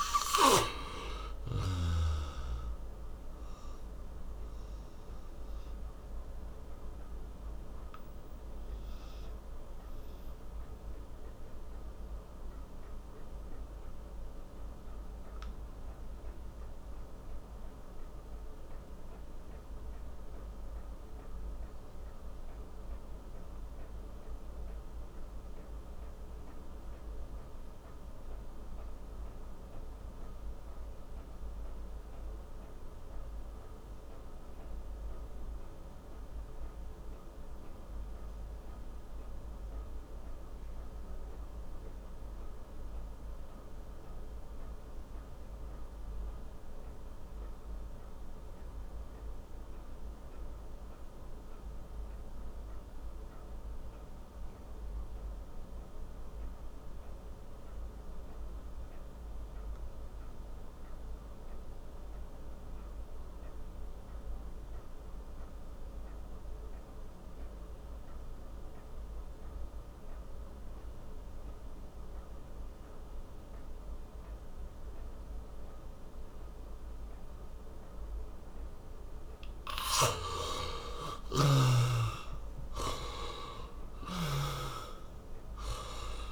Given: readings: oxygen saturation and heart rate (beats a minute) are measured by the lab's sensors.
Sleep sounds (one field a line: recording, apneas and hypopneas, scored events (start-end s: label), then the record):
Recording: breathing in sleep by a room microphone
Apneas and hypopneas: 1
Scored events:
0.00-28.00 s: oxygen desaturation (device-marked, oxygen 65% lowest)
2.50-78.00 s: obstructive apnea (oxygen 94% before, 62% lowest)
41.00-86.32 s: oxygen desaturation (device-marked, oxygen 99% before, 62% lowest)
80.50-84.00 s: arousal
From the record:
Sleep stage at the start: REM sleep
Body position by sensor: on the back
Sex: male